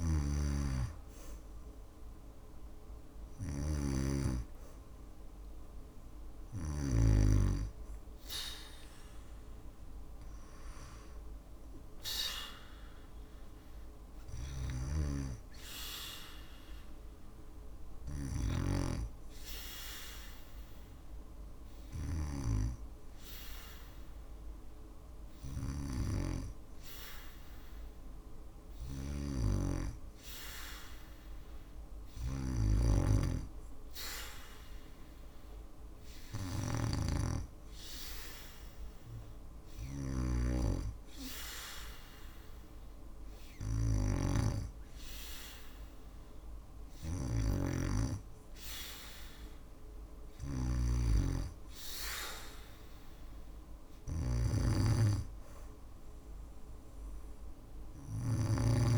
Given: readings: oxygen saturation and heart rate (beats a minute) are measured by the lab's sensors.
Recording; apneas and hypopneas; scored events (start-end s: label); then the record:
breathing in sleep by a room microphone; 1
0.00-6.00 s: snoring (device-marked)
13.50-39.50 s: snoring (device-marked)
15.50-27.50 s: obstructive apnea (oxygen 93% before, 92% lowest, heart rate 61 before, 61 extreme, up 0 after)
30.00-33.50 s: arousal
46.00-58.98 s: snoring (device-marked)
From the record:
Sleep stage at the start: N2 (light sleep); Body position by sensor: on the back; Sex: female